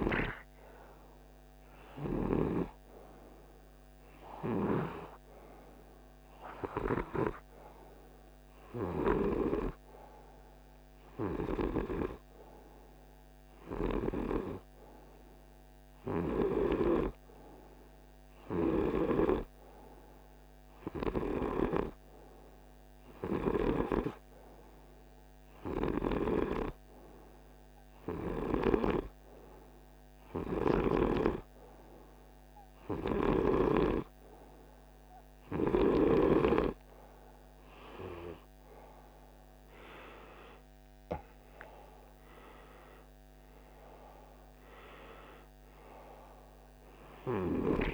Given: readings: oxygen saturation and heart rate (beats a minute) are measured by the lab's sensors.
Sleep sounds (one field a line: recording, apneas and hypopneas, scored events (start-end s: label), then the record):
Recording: breathing in sleep by a microphone on the trachea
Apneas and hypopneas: none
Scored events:
none scored
From the record:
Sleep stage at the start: N2 (light sleep)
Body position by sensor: on the right side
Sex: male